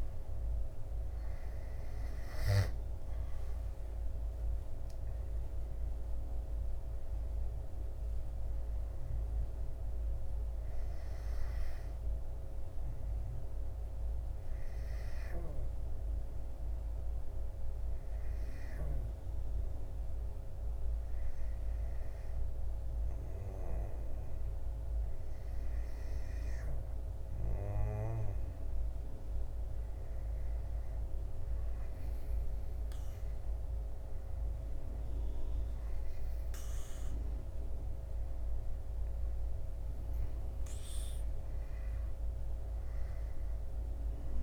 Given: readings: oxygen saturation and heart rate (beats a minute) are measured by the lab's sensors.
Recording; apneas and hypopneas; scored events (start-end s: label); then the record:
breathing in sleep, hard to hear, by a room microphone; 1
2.00-5.00 s: arousal
16.00-28.50 s: hypopnea (oxygen 96% before, 93% lowest, heart rate 73 before, 63 extreme, up 11 after)
30.00-32.50 s: arousal
From the record:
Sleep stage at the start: N2 (light sleep); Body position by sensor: on the back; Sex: male